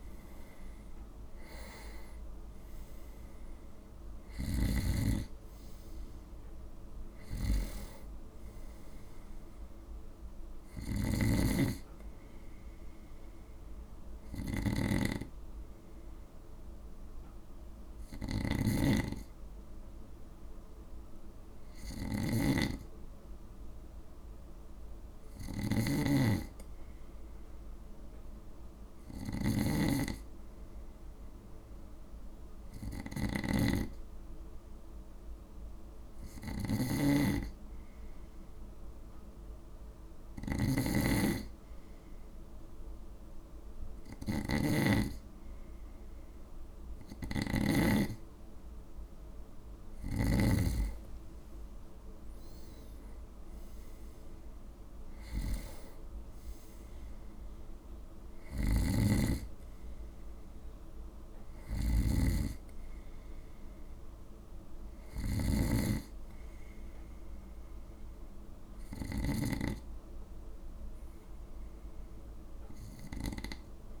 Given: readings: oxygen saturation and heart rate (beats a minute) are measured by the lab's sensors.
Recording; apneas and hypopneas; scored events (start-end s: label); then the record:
breathing in sleep by a room microphone; 1
4.00-50.50 s: snoring (device-marked)
15.00-41.00 s: hypopnea (oxygen 97% before, 93% lowest, heart rate 61 before, 53 extreme, up 2 after)
43.00-47.00 s: arousal
58.50-69.50 s: snoring (device-marked)
71.00-74.00 s: arousal
From the record:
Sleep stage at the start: N2 (light sleep); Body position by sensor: on the right side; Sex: male